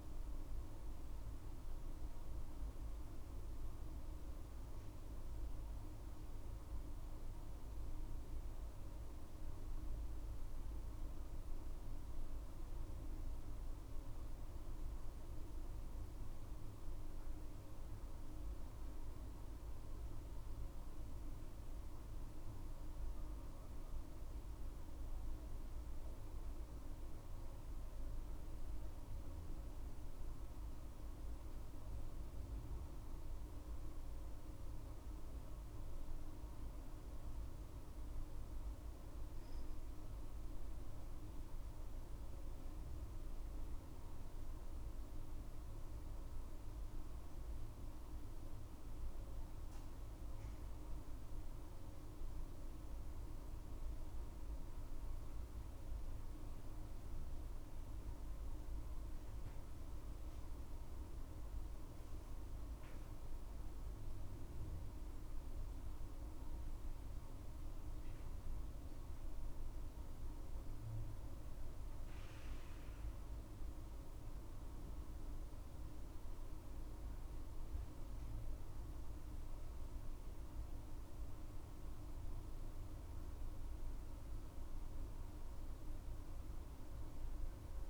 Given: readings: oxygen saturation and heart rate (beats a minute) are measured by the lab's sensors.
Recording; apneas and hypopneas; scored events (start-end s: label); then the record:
breathing in sleep, hard to hear, by a room microphone; none
9.00-14.00 s: arousal
51.50-56.00 s: arousal
From the record:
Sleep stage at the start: N2 (light sleep); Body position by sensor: on the back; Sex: female